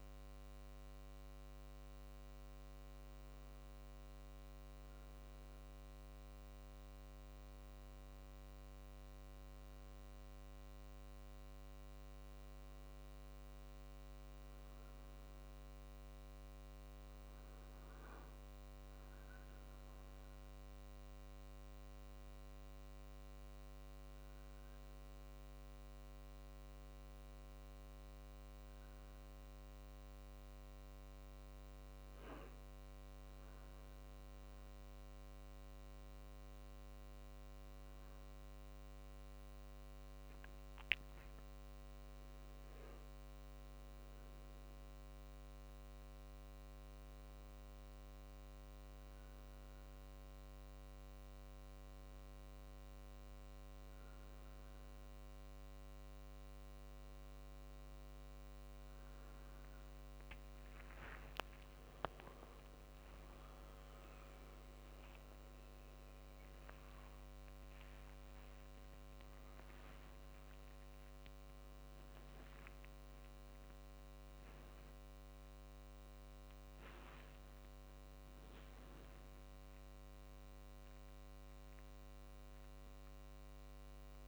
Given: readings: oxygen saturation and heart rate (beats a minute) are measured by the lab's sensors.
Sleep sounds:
a person awake in a sleep study, hard to hear, by a microphone on the trachea; none
63.50-65.50 s: long interval between heartbeats (device-marked, heart rate 54 before, 80 extreme)
64.50-76.50 s: drop in pulse transit time (device-marked, heart rate 55 before, 54 extreme)
From the record:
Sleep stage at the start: awake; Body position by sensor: on the right side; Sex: male

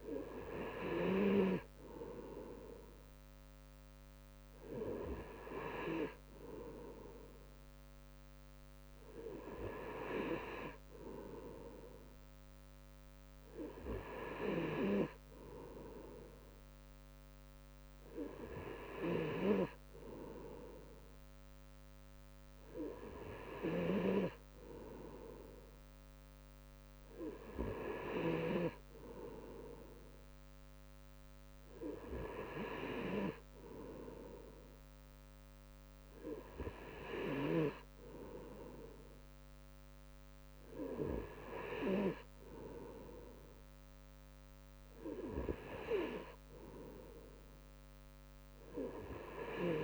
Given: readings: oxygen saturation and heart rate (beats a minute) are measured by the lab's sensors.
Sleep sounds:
breathing in sleep by a microphone on the trachea; none
none scored
From the record:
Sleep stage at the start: N2 (light sleep); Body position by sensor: on the right side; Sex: male

